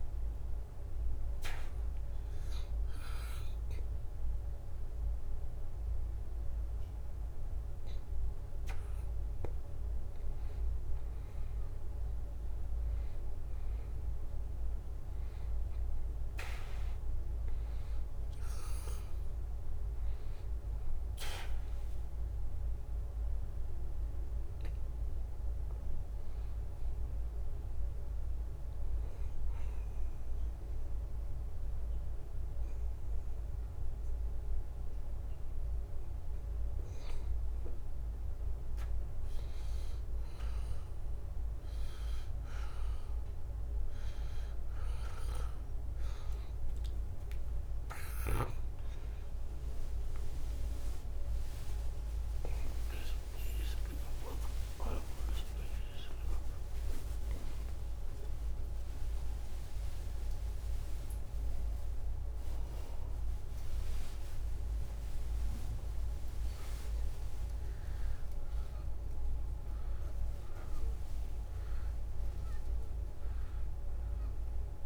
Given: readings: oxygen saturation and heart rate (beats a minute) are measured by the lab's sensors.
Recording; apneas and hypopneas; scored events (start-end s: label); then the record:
a person partly awake in a sleep study, by a room microphone; 1
0.00-11.50 s: drop in pulse transit time (device-marked, heart rate 81 extreme)
0.50-13.50 s: oxygen desaturation (device-marked, oxygen 94% before, 89% lowest, heart rate 79 before, 78 extreme)
22.50-26.00 s: arousal
30.00-40.50 s: obstructive apnea (oxygen 94% before, 89% lowest, heart rate 82 before, 78 extreme, up 1 after)
49.50-56.50 s: tachycardia (device-marked, heart rate 80 before, 140 extreme)
49.50-59.50 s: oxygen desaturation (device-marked, oxygen 94% before, 89% lowest, heart rate 79 before, 86 extreme)
49.50-74.86 s: new sleep stage, awake
52.50-54.50 s: long interval between heartbeats (device-marked, heart rate 80 before, 128 extreme)
52.50-74.86 s: drop in pulse transit time (device-marked, heart rate 80 before, 88 extreme)
65.50-67.50 s: long interval between heartbeats (device-marked, heart rate 102 before, 98 extreme)
67.50-74.50 s: tachycardia (device-marked, heart rate 81 before, 109 extreme)
71.00-73.00 s: long interval between heartbeats (device-marked, heart rate 107 before, 105 extreme)
From the record:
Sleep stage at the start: N2 (light sleep); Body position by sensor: on the back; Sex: male